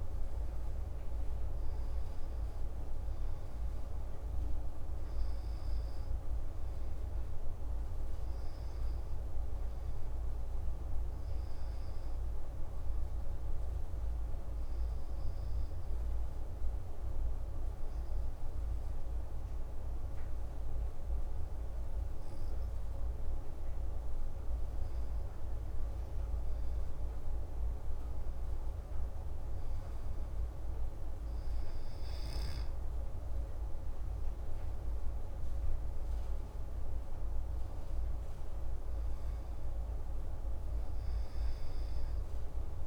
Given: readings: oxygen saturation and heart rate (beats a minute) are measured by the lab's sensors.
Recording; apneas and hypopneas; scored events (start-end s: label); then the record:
breathing in sleep, hard to hear, by a room microphone; 1
12.00-24.50 s: obstructive apnea (oxygen 97% before, 94% lowest)
26.50-30.00 s: arousal
From the record:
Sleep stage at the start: N2 (light sleep); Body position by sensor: on the back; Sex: male